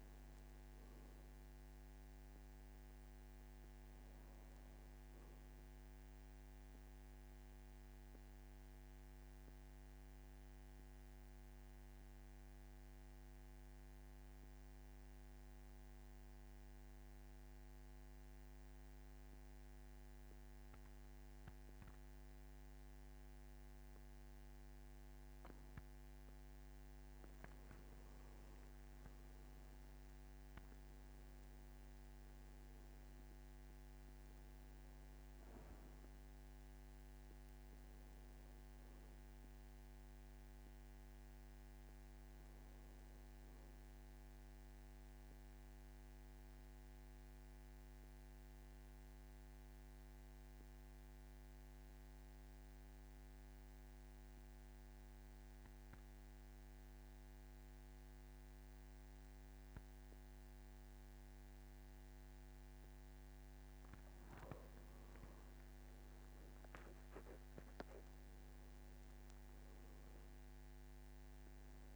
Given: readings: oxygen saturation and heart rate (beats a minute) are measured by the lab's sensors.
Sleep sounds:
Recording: breathing in sleep, hard to hear, by a microphone on the trachea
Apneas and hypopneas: 2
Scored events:
0.00-19.50 s: oxygen desaturation (device-marked, oxygen 93% lowest, heart rate 47 extreme)
7.50-27.00 s: mixed apnea (oxygen 99% before, 92% lowest, heart rate 59 before, 46 extreme, up 17 after)
28.50-57.50 s: oxygen desaturation (device-marked, oxygen 98% before, 92% lowest, heart rate 51 before, 46 extreme)
29.00-33.00 s: arousal
45.00-64.00 s: mixed apnea (oxygen 98% before, 92% lowest, heart rate 59 before, 46 extreme, up 52 after)
65.50-68.50 s: arousal
68.00-70.00 s: long interval between heartbeats (device-marked, heart rate 50 before, 89 extreme)
68.50-71.96 s: oxygen desaturation (device-marked, oxygen 99% before, 93% lowest, heart rate 52 before, 46 extreme)
From the record:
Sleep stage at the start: N2 (light sleep)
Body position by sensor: on the back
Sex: male

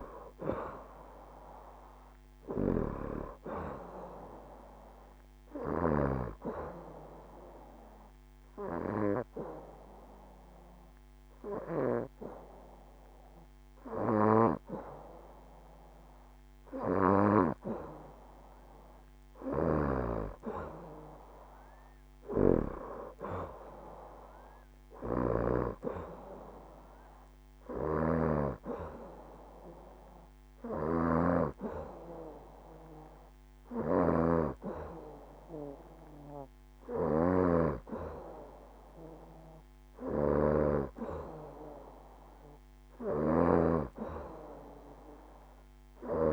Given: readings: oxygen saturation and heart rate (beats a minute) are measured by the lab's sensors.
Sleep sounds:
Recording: breathing in sleep by a microphone on the trachea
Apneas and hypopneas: 1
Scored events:
0.00-1.50 s: arousal
4.50-20.50 s: oxygen desaturation (device-marked, oxygen 95% before, 90% lowest, heart rate 67 before, 67 extreme)
6.50-17.00 s: hypopnea (oxygen 96% before, 90% lowest, heart rate 67 before, 67 extreme, up 4 after)
19.00-23.50 s: arousal
29.50-42.50 s: oxygen desaturation (device-marked, oxygen 94% before, 90% lowest, heart rate 70 before, 69 extreme)
From the record:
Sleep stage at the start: N2 (light sleep)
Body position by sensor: on the back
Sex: female

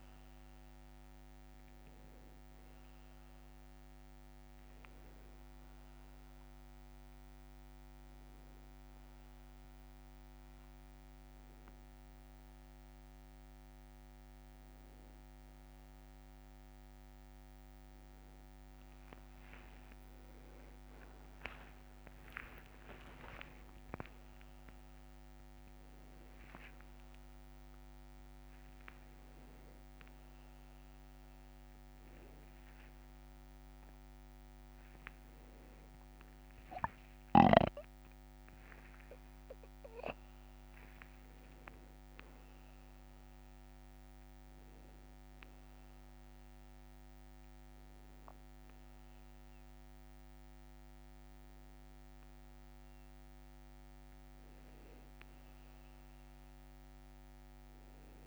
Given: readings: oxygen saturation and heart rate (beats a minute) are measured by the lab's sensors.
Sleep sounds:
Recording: a person awake in a sleep study, by a microphone on the trachea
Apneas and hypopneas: none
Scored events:
5.00-7.00 s: long interval between heartbeats (device-marked, heart rate 71 before, 71 extreme)
20.50-22.50 s: long interval between heartbeats (device-marked, heart rate 69 before, 71 extreme)
23.00-25.00 s: long interval between heartbeats (device-marked, heart rate 69 before, 87 extreme)
26.50-28.50 s: long interval between heartbeats (device-marked, heart rate 72 before, 93 extreme)
34.00-36.00 s: long interval between heartbeats (device-marked, heart rate 79 before, 96 extreme)
39.00-41.00 s: long interval between heartbeats (device-marked, heart rate 87 before, 96 extreme)
From the record:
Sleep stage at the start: awake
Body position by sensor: on the back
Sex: male

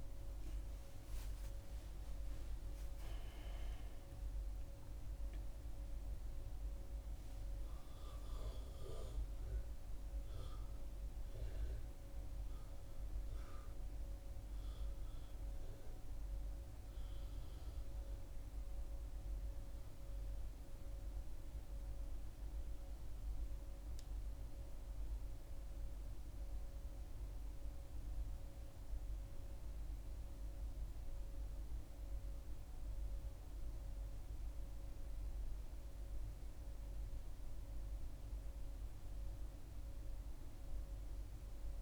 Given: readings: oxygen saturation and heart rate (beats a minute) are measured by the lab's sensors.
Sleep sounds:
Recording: a person awake in a sleep study, hard to hear, by a room microphone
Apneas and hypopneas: none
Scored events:
none scored
From the record:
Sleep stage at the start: awake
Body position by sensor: on the back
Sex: female

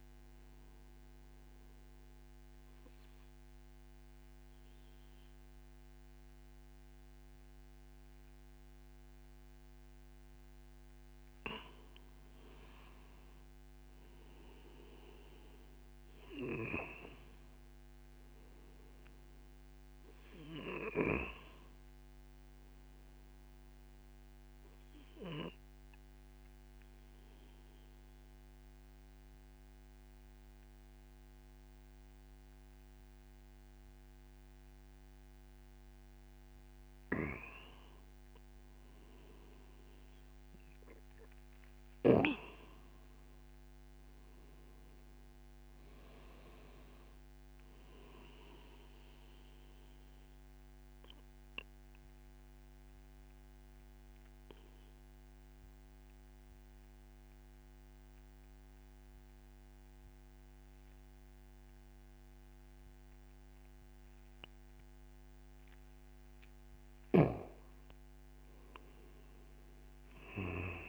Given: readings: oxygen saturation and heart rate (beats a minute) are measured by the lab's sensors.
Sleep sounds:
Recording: breathing in sleep by a microphone on the trachea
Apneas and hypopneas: 3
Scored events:
1.00-12.00 s: obstructive apnea (oxygen 95% before, 92% lowest)
14.50-18.00 s: arousal
24.00-36.50 s: obstructive apnea (oxygen 95% before, 91% lowest)
37.50-41.50 s: arousal
50.00-65.00 s: obstructive apnea (oxygen 95% before, 91% lowest)
67.50-70.89 s: arousal
From the record:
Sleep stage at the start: N2 (light sleep)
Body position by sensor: on the back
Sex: male

